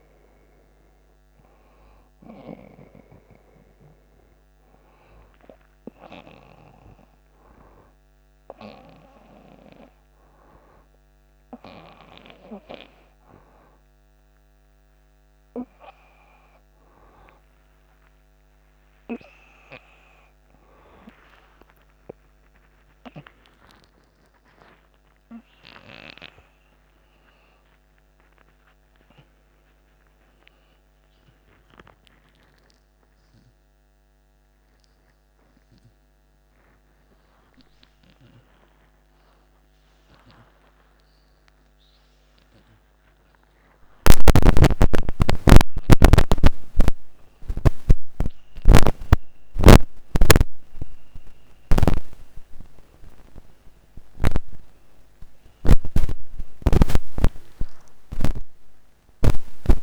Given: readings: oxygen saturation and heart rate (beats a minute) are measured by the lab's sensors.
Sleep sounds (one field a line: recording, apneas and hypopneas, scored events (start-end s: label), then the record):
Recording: a person awake in a sleep study, by a microphone on the trachea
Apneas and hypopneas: none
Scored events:
none scored
From the record:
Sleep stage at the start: awake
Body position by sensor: upright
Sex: male